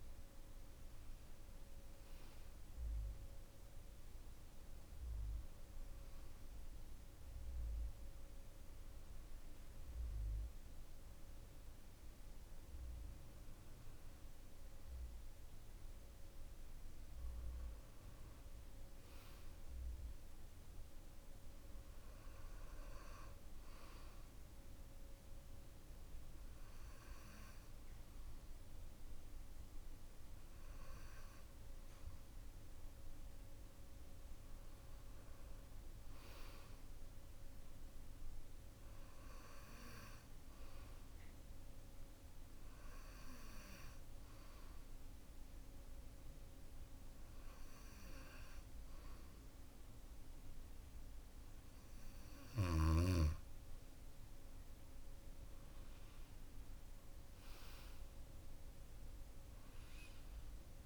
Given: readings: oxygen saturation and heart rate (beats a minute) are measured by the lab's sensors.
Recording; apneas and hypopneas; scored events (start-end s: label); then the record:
breathing in sleep, hard to hear, by a room microphone; none
0.00-11.00 s: oxygen desaturation (device-marked, oxygen 92% lowest, heart rate 54 extreme)
From the record:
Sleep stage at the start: N2 (light sleep); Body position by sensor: on the back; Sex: male